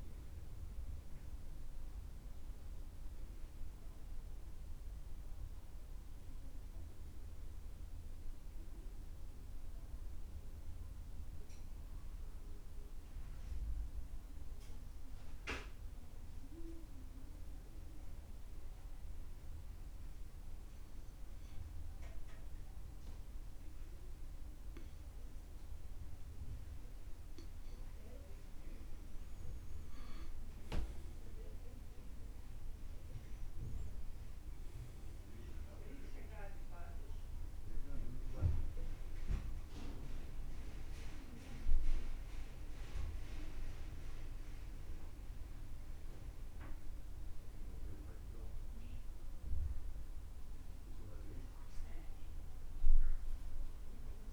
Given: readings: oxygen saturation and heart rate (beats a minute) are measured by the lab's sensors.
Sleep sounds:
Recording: breathing in sleep by a room microphone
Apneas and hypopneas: 1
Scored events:
13.00-27.00 s: obstructive apnea (oxygen 95% before, 90% lowest, heart rate 72 before, 68 extreme, up 8 after)
29.00-35.00 s: arousal
35.50-45.50 s: oxygen desaturation (device-marked, oxygen 95% before, 91% lowest, heart rate 70 before, 64 extreme)
From the record:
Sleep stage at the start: N2 (light sleep)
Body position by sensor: on the back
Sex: male

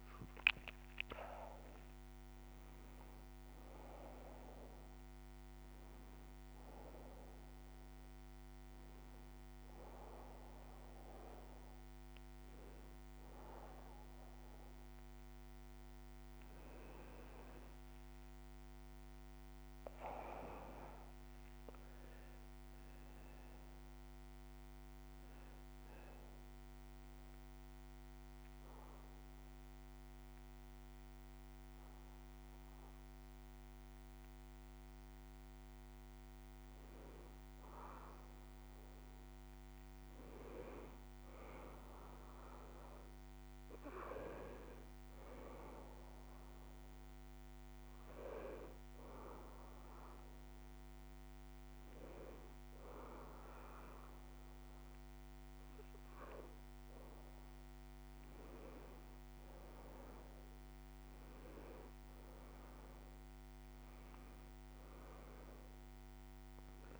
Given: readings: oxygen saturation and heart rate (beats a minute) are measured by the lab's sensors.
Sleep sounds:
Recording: breathing in sleep by a microphone on the trachea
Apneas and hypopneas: 2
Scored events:
0.00-2.00 s: arousal
5.00-16.00 s: hypopnea (oxygen 99% before, 91% lowest, heart rate 109 before, 79 extreme, up 23 after)
15.00-31.00 s: oxygen desaturation (device-marked, oxygen 99% before, 93% lowest, heart rate 107 before, 39 extreme)
20.00-23.00 s: arousal
20.00-67.00 s: new sleep stage, N2 (light sleep)
25.50-36.00 s: obstructive apnea (oxygen 99% before, 87% lowest, heart rate 119 before, 39 extreme, up 21 after)
39.00-42.50 s: arousal
45.00-56.00 s: oxygen desaturation (device-marked, oxygen 96% before, 91% lowest, heart rate 103 before, 39 extreme)
62.00-65.00 s: arousal
From the record:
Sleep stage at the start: N1 (lightest sleep)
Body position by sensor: on the right side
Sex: male

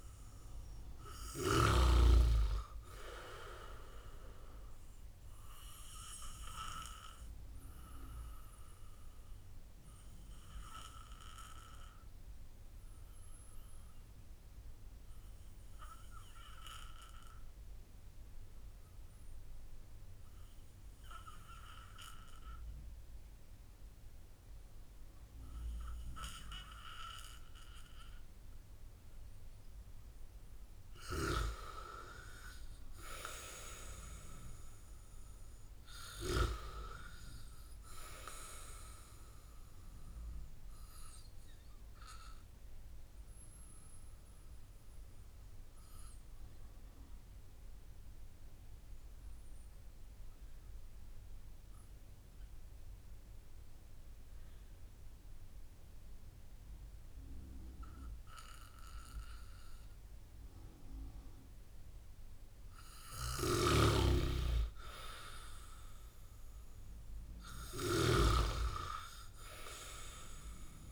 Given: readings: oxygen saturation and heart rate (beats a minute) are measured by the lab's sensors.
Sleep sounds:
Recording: breathing in sleep by a room microphone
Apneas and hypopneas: 2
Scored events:
0.00-1.50 s: arousal
0.00-22.50 s: oxygen desaturation (device-marked, oxygen 93% lowest)
7.50-30.50 s: obstructive apnea (oxygen 97% before, 92% lowest)
32.50-35.00 s: arousal
34.50-54.50 s: oxygen desaturation (device-marked, oxygen 96% before, 92% lowest)
41.00-62.50 s: obstructive apnea (oxygen 97% before, 92% lowest)
63.50-68.00 s: snoring (device-marked)
64.00-67.50 s: arousal
65.50-70.92 s: oxygen desaturation (device-marked, oxygen 97% before, 93% lowest)
From the record:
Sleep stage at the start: N2 (light sleep)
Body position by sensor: on the back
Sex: male

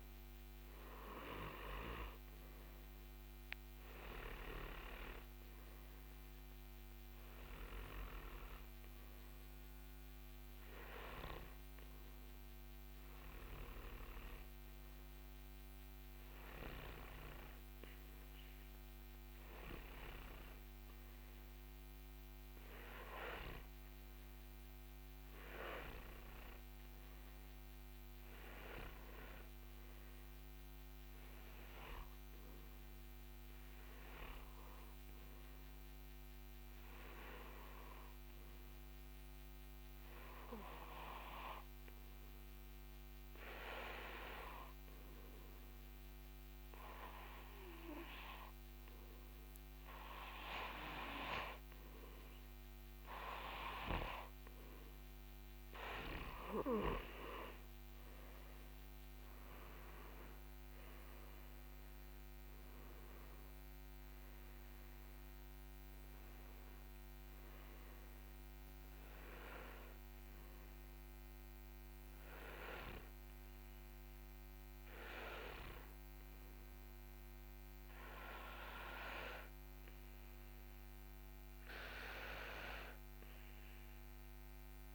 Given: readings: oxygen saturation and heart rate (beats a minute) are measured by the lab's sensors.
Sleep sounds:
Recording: breathing in sleep by a microphone on the trachea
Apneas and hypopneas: 1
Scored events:
0.00-3.00 s: arousal
30.50-35.50 s: arousal
46.00-56.00 s: obstructive apnea (oxygen 95% before, 92% lowest)
58.00-61.50 s: arousal
From the record:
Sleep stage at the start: N2 (light sleep)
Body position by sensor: on the front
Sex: male

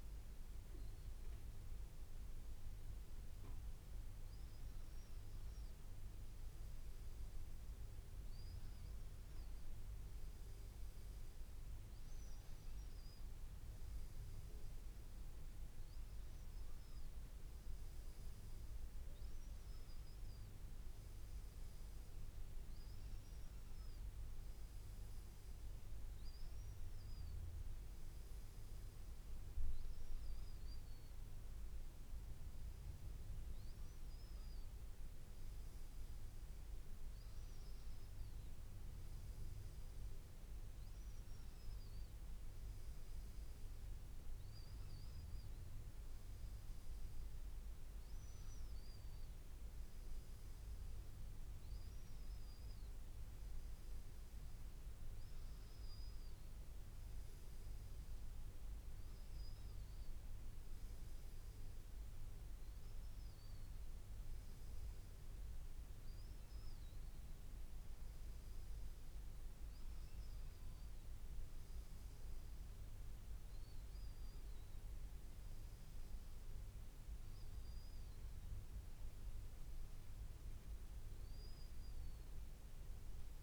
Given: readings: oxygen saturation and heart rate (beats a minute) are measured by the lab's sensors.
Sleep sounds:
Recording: breathing in sleep, hard to hear, by a room microphone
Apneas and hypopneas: none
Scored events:
61.50-83.43 s: new sleep stage, N2 (light sleep)
From the record:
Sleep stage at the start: N1 (lightest sleep)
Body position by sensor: on the back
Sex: male

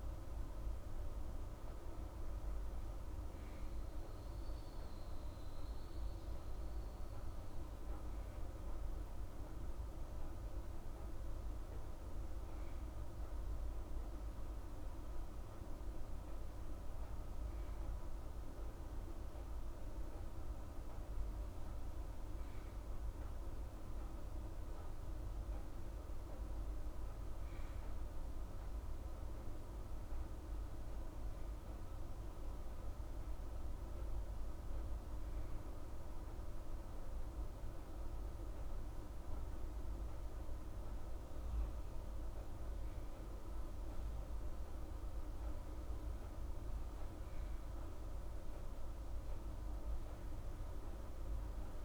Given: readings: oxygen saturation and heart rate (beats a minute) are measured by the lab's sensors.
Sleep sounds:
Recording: breathing in sleep, hard to hear, by a room microphone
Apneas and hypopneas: none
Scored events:
none scored
From the record:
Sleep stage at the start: N2 (light sleep)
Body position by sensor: on the right side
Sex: female

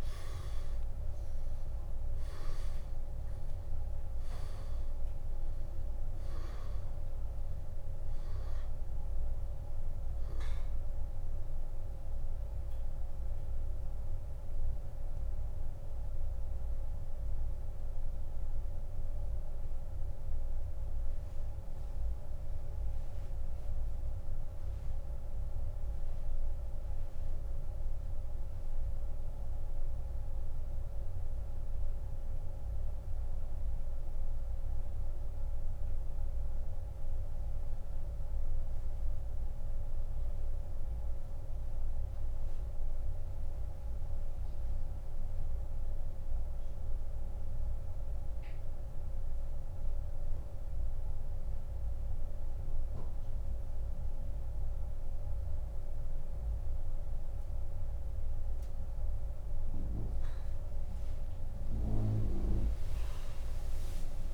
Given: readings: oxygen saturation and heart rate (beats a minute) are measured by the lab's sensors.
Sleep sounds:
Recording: breathing in sleep, hard to hear, by a room microphone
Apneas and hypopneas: 1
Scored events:
11.00-53.00 s: oxygen desaturation (device-marked, oxygen 96% before, 85% lowest, heart rate 37 before, 26 extreme)
17.00-57.50 s: mixed apnea (oxygen 97% before, 85% lowest)
62.00-64.34 s: arousal
From the record:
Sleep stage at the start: N2 (light sleep)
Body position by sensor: on the back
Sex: male

